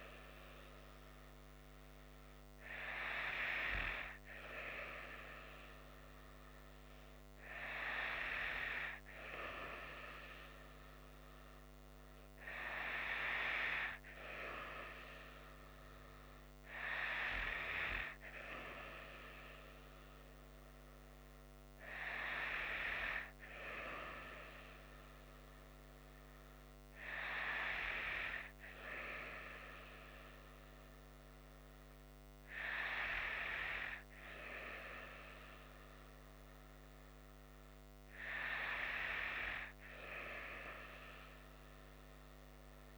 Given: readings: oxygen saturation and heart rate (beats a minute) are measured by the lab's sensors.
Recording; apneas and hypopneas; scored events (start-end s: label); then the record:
breathing in sleep by a microphone on the trachea; none
none scored
From the record:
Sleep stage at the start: N2 (light sleep); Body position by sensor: on the right side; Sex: female